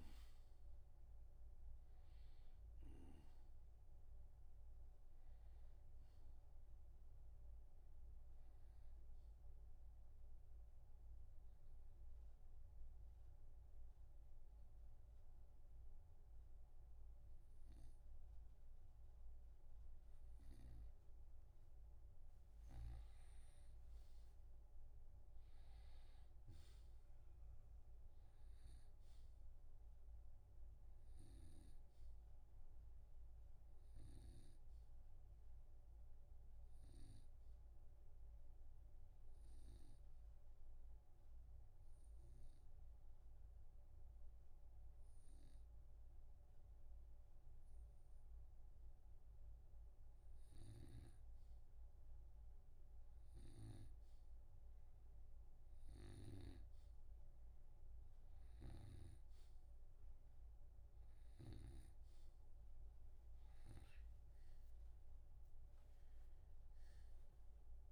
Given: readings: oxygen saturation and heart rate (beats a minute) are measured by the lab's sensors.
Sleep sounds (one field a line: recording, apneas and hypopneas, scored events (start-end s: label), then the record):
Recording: breathing in sleep by a room microphone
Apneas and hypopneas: 2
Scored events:
7.00-19.00 s: oxygen desaturation (device-marked, oxygen 91% before, 84% lowest, heart rate 86 before, 62 extreme)
11.00-23.00 s: hypopnea (oxygen 93% before, 84% lowest, heart rate 83 before, 62 extreme, up 1 after)
24.50-29.00 s: arousal
37.00-49.00 s: oxygen desaturation (device-marked, oxygen 97% before, 93% lowest, heart rate 65 before, 63 extreme)
40.00-50.50 s: obstructive apnea (oxygen 99% before, 88% lowest, heart rate 64 before, 63 extreme, up 2 after)
59.00-67.92 s: oxygen desaturation (device-marked, oxygen 95% before, 88% lowest, heart rate 64 before, 54 extreme)
60.00-65.00 s: arousal
From the record:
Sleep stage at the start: REM sleep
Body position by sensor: on the back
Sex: male